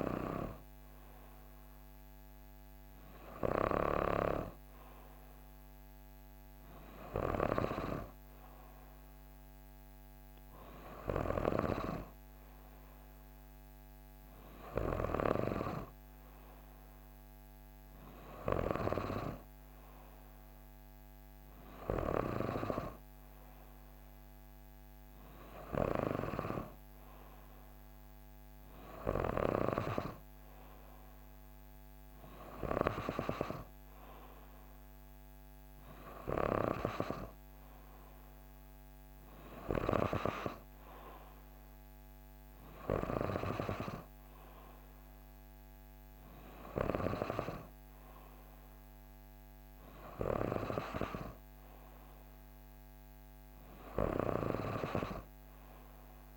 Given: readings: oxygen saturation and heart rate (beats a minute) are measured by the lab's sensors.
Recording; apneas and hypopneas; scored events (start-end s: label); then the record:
breathing in sleep by a microphone on the trachea; none
none scored
From the record:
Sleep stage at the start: N3 (deep sleep); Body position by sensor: on the back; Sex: female